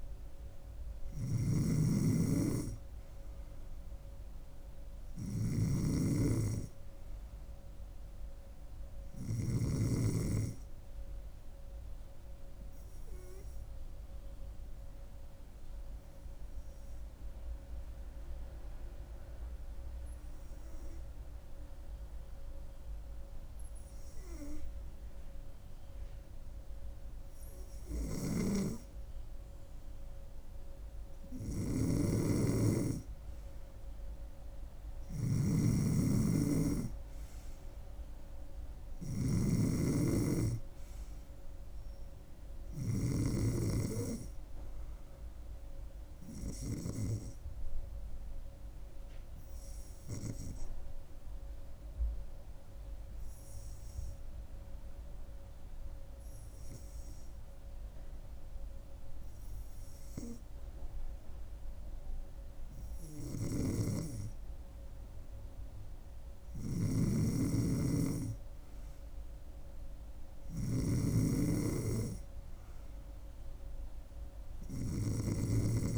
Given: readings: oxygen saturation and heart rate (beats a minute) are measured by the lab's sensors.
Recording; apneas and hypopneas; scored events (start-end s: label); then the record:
breathing in sleep by a room microphone; 2
0.00-9.50 s: snoring (device-marked)
13.50-28.00 s: hypopnea (oxygen 96% before, 92% lowest, heart rate 70 before, 67 extreme, up 2 after)
28.00-43.00 s: snoring (device-marked)
29.50-33.00 s: arousal
33.50-52.50 s: oxygen desaturation (device-marked, oxygen 96% before, 92% lowest, heart rate 68 before, 68 extreme)
49.00-63.00 s: hypopnea (oxygen 96% before, 94% lowest, heart rate 70 before, 67 extreme, up 2 after)
66.00-70.00 s: arousal
66.50-75.98 s: snoring (device-marked)
From the record:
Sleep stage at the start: N3 (deep sleep); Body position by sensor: on the back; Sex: female